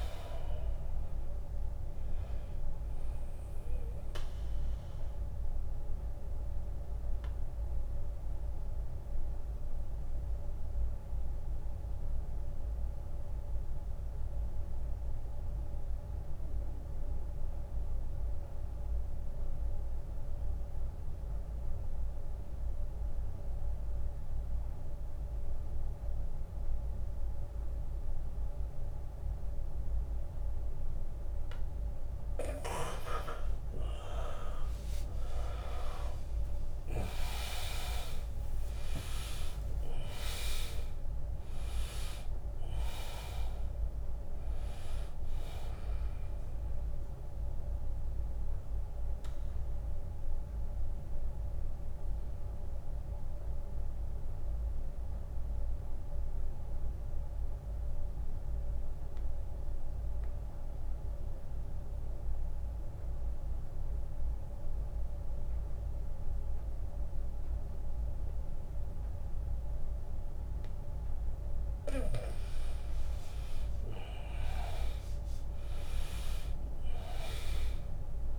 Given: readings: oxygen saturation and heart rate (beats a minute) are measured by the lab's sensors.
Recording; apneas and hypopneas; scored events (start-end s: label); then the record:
breathing in sleep by a room microphone; 2
0.00-1.50 s: drop in pulse transit time (device-marked, heart rate 78 extreme)
0.00-16.50 s: oxygen desaturation (device-marked, oxygen 87% lowest, heart rate 72 extreme)
3.50-31.00 s: mixed apnea (oxygen 100% before, 83% lowest, heart rate 82 before, 69 extreme, up 9 after)
15.50-17.50 s: long interval between heartbeats (device-marked, heart rate 79 before, 79 extreme)
30.50-63.50 s: oxygen desaturation (device-marked, oxygen 100% before, 83% lowest, heart rate 80 before, 68 extreme)
32.50-36.00 s: arousal
35.50-47.50 s: drop in pulse transit time (device-marked, heart rate 80 before, 79 extreme)
38.00-40.00 s: long interval between heartbeats (device-marked, heart rate 80 before, 86 extreme)
47.50-70.50 s: mixed apnea (oxygen 100% before, 83% lowest, heart rate 85 before, 68 extreme, up 16 after)
56.00-58.00 s: long interval between heartbeats (device-marked, heart rate 82 before, 82 extreme)
72.50-77.50 s: arousal
73.50-78.39 s: drop in pulse transit time (device-marked, heart rate 76 before, 82 extreme)
76.50-78.39 s: oxygen desaturation (device-marked, oxygen 100% before, 87% lowest, heart rate 77 before, 69 extreme)
From the record:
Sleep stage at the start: N2 (light sleep); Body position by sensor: on the back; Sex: male